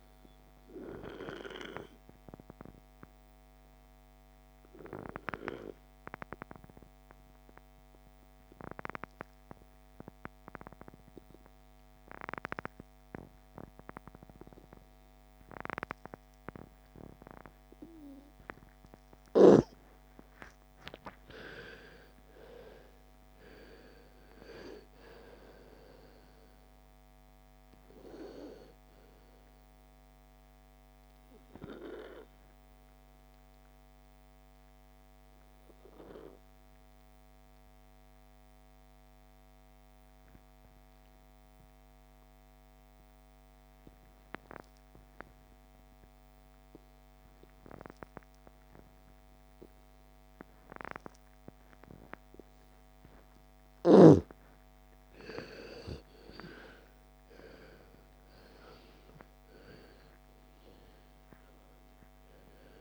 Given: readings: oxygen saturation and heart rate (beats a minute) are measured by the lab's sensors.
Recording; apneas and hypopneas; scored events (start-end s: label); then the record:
breathing in sleep by a microphone on the trachea; 2
1.00-20.00 s: obstructive apnea (oxygen 98% before, 82% lowest, heart rate 58 before, 28 extreme, up 55 after)
3.00-17.00 s: oxygen desaturation (device-marked, oxygen 97% before, 88% lowest, heart rate 60 before, 33 extreme)
21.50-24.50 s: arousal
27.00-55.00 s: oxygen desaturation (device-marked, oxygen 97% before, 85% lowest, heart rate 74 before, 28 extreme)
30.00-53.00 s: obstructive apnea (oxygen 97% before, 82% lowest, heart rate 79 before, 28 extreme, up 41 after)
54.00-57.50 s: arousal
From the record:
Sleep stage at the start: N2 (light sleep); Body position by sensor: on the left side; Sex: female